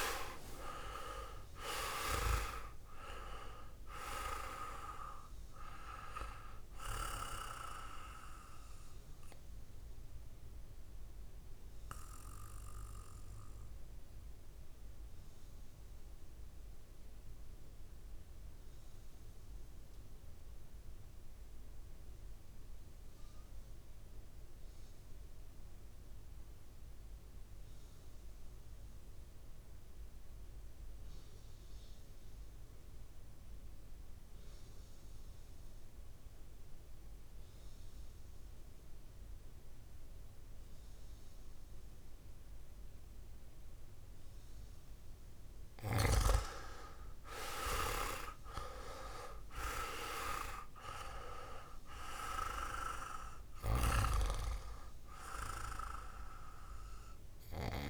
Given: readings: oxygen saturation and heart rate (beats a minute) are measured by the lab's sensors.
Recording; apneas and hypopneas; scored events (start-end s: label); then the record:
breathing in sleep by a room microphone; 1
0.00-2.00 s: arousal
0.00-23.50 s: oxygen desaturation (device-marked, oxygen 84% lowest, heart rate 48 extreme)
10.00-44.00 s: mixed apnea (oxygen 97% before, 84% lowest, heart rate 57 before, 52 extreme, up 7 after)
42.50-57.90 s: oxygen desaturation (device-marked, oxygen 100% before, 84% lowest, heart rate 59 before, 54 extreme)
46.00-50.50 s: arousal
From the record:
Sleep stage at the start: REM sleep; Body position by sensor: on the back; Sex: male